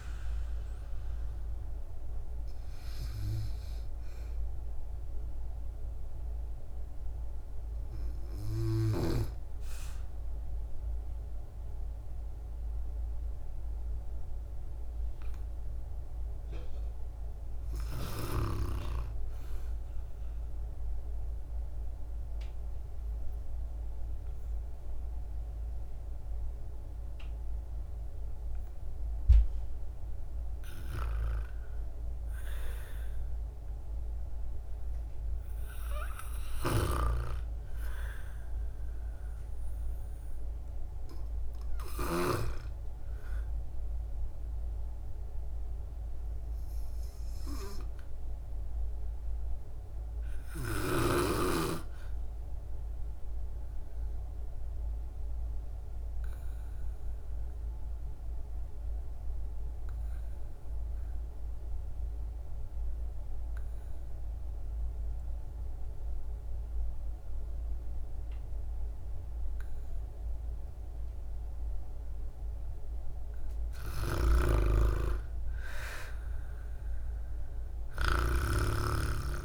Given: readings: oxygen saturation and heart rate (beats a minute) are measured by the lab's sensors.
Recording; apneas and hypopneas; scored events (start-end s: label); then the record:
breathing in sleep by a room microphone; 2
0.00-18.00 s: oxygen desaturation (device-marked, oxygen 80% lowest, heart rate 53 extreme)
20.00-30.00 s: obstructive apnea (oxygen 100% before, 83% lowest, heart rate 64 before, 59 extreme, up 0 after)
31.00-34.50 s: arousal
36.50-42.50 s: snoring (device-marked)
39.00-50.00 s: oxygen desaturation (device-marked, oxygen 97% before, 93% lowest, heart rate 62 before, 55 extreme)
53.50-72.50 s: obstructive apnea (oxygen 99% before, 82% lowest, heart rate 60 before, 55 extreme, up 6 after)
71.00-79.45 s: oxygen desaturation (device-marked, oxygen 96% before, 82% lowest, heart rate 62 before, 50 extreme)
74.00-78.50 s: arousal
74.00-78.50 s: snoring (device-marked)
From the record:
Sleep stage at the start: REM sleep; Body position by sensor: on the back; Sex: female